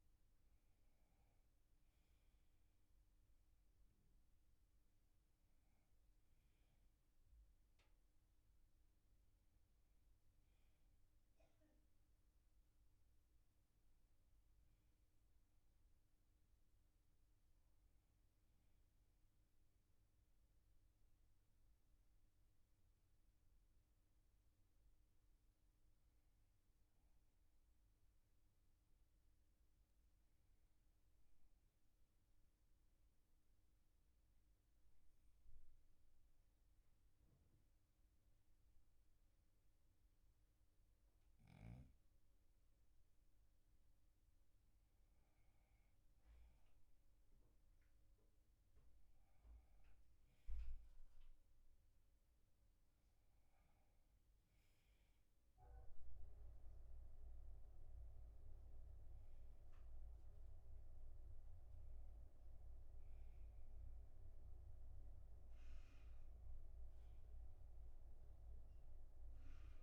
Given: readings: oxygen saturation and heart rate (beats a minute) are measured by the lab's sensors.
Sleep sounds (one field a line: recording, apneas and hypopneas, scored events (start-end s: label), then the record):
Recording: a person partly awake in a sleep study, hard to hear, by a room microphone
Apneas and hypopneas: 1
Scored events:
13.00-37.00 s: oxygen desaturation (device-marked, oxygen 97% before, 90% lowest, heart rate 50 before, 39 extreme)
20.00-50.00 s: new sleep stage, N1 (lightest sleep)
28.50-42.50 s: obstructive apnea (oxygen 97% before, 92% lowest, heart rate 47 before, 39 extreme, up 6 after)
45.50-49.00 s: arousal
50.00-69.83 s: new sleep stage, N2 (light sleep)
From the record:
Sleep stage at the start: awake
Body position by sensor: on the back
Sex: male